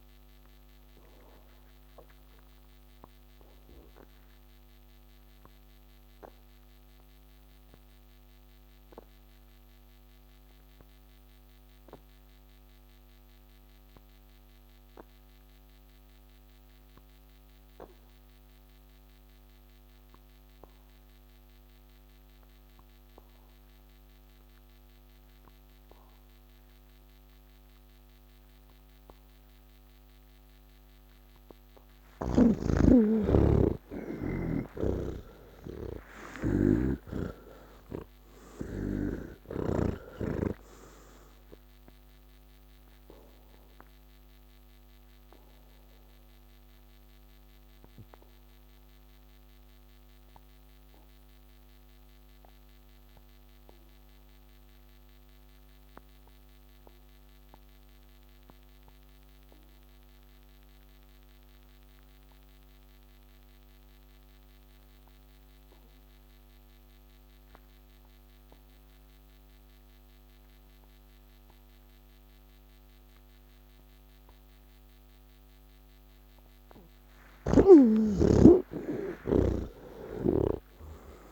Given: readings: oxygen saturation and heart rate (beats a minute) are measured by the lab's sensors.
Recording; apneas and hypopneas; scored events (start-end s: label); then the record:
breathing in sleep by a microphone on the trachea; 2
0.00-16.00 s: oxygen desaturation (device-marked, oxygen 81% lowest, heart rate 58 extreme)
2.00-30.50 s: obstructive apnea (oxygen 98% before, 77% lowest, heart rate 141 before, 39 extreme)
22.00-61.00 s: oxygen desaturation (device-marked, oxygen 98% before, 77% lowest)
35.00-40.50 s: snoring (device-marked)
43.00-76.00 s: obstructive apnea (oxygen 98% before, 75% lowest)
63.00-81.32 s: oxygen desaturation (device-marked, oxygen 98% before, 75% lowest)
77.50-81.32 s: snoring (device-marked)
From the record:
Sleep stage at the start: N1 (lightest sleep); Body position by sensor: on the back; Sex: male